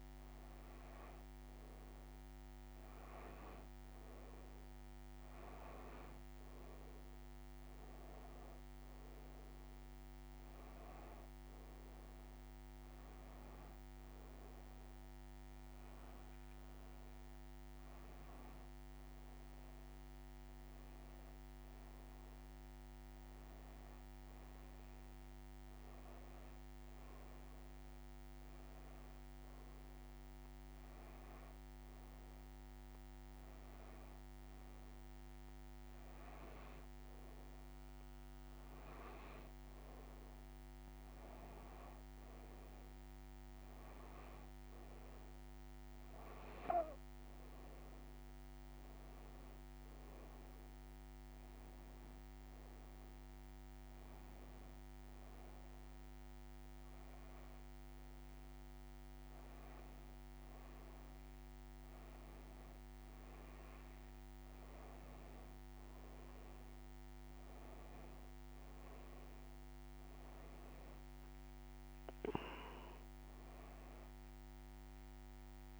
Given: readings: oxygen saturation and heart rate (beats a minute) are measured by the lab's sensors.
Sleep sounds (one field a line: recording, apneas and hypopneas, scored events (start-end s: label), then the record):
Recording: breathing in sleep, hard to hear, by a microphone on the trachea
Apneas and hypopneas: none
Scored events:
none scored
From the record:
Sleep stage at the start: N1 (lightest sleep)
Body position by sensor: on the back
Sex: female